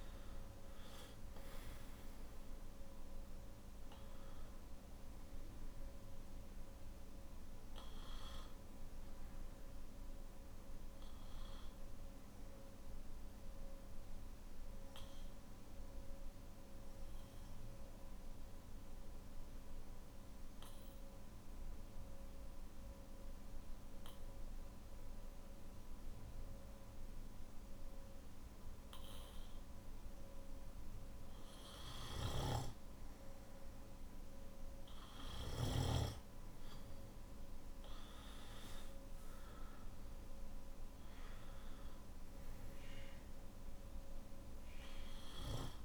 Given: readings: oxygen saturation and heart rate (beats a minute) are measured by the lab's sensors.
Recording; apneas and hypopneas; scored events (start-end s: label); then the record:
breathing in sleep by a room microphone; 1
0.00-15.00 s: oxygen desaturation (device-marked, oxygen 91% lowest, heart rate 50 extreme)
12.00-29.50 s: obstructive apnea (oxygen 97% before, 90% lowest, heart rate 55 before, 49 extreme, up 6 after)
32.00-45.84 s: new sleep stage, N2 (light sleep)
40.00-45.84 s: oxygen desaturation (device-marked, oxygen 98% before, 90% lowest, heart rate 55 before, 49 extreme)
From the record:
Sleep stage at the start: N3 (deep sleep); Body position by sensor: on the back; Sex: male